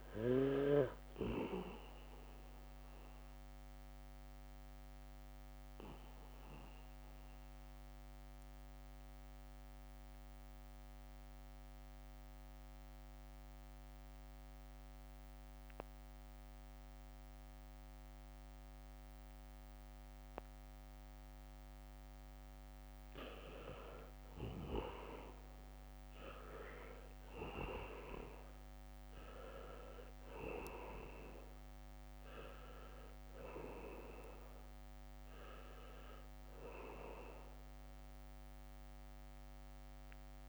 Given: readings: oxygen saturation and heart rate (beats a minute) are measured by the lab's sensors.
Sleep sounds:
breathing in sleep by a microphone on the trachea; 1
0.00-16.50 s: oxygen desaturation (device-marked, oxygen 86% lowest, heart rate 67 extreme)
3.00-22.50 s: mixed apnea (oxygen 98% before, 86% lowest, heart rate 70 before, 68 extreme)
23.50-40.49 s: oxygen desaturation (device-marked, oxygen 98% before, 86% lowest, heart rate 74 before, 68 extreme)
26.00-30.50 s: arousal
26.50-28.00 s: leg movement (device-marked)
29.50-40.00 s: leg movement (device-marked)
From the record:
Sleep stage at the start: N2 (light sleep); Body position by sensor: on the back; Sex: male

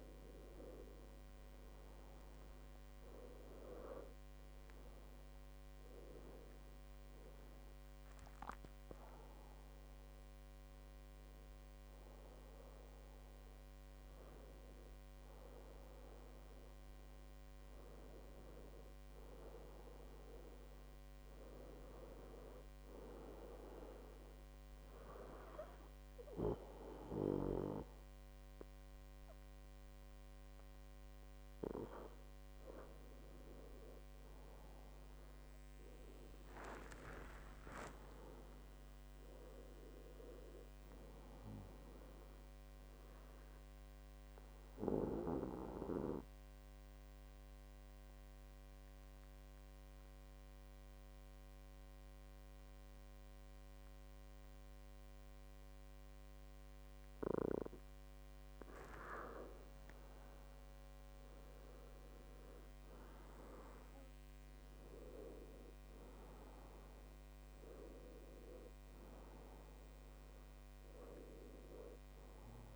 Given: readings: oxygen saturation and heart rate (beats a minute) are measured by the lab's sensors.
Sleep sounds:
breathing in sleep by a microphone on the trachea; 2
8.50-21.00 s: hypopnea (oxygen 98% before, 95% lowest, heart rate 70 before, 66 extreme)
24.00-27.50 s: arousal
44.00-58.00 s: obstructive apnea (oxygen 97% before, 95% lowest, heart rate 69 before, 65 extreme, up 10 after)
56.50-58.50 s: long interval between heartbeats (device-marked, heart rate 69 before, 69 extreme)
59.50-62.50 s: arousal
From the record:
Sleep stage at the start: N2 (light sleep); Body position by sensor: on the back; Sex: male

